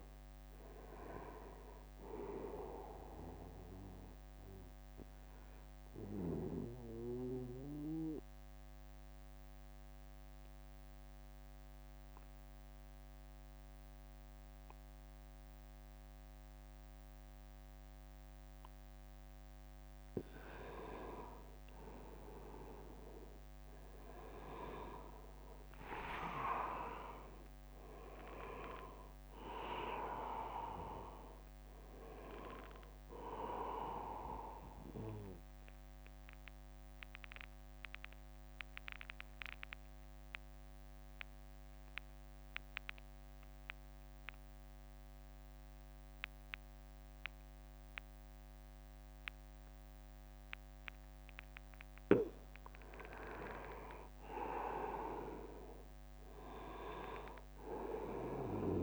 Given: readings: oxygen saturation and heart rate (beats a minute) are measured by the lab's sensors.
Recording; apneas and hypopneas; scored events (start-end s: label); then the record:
breathing in sleep by a microphone on the trachea; 2
0.00-3.50 s: drop in pulse transit time (device-marked, heart rate 76 extreme)
0.00-13.50 s: oxygen desaturation (device-marked, oxygen 90% lowest, heart rate 69 extreme)
5.00-19.00 s: obstructive apnea (oxygen 97% before, 90% lowest, heart rate 80 before, 69 extreme, up 4 after)
24.50-29.50 s: arousal
26.50-38.50 s: drop in pulse transit time (device-marked, heart rate 75 before, 73 extreme)
32.50-46.50 s: oxygen desaturation (device-marked, oxygen 99% before, 94% lowest, heart rate 75 before, 72 extreme)
35.50-51.00 s: obstructive apnea (oxygen 100% before, 90% lowest, heart rate 75 before, 72 extreme, up 12 after)
55.00-58.50 s: arousal
From the record:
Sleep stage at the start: N2 (light sleep); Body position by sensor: on the back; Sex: male